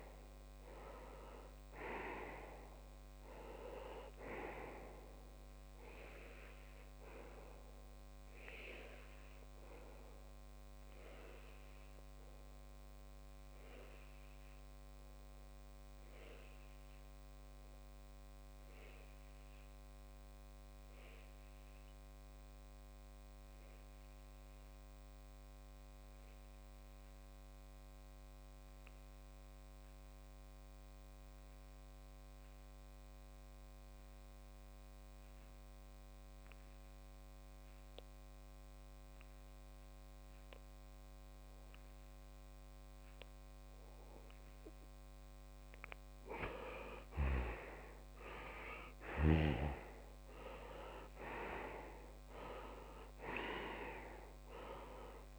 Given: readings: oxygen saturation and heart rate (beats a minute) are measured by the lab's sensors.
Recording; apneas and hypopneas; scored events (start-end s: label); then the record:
breathing in sleep by a microphone on the trachea; 1
0.00-9.50 s: oxygen desaturation (device-marked, oxygen 95% lowest)
8.50-44.00 s: obstructive apnea (oxygen 99% before, 94% lowest)
45.50-55.39 s: oxygen desaturation (device-marked, oxygen 98% before, 94% lowest)
47.00-51.50 s: arousal
From the record:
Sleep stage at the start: N2 (light sleep); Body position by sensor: on the left side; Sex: male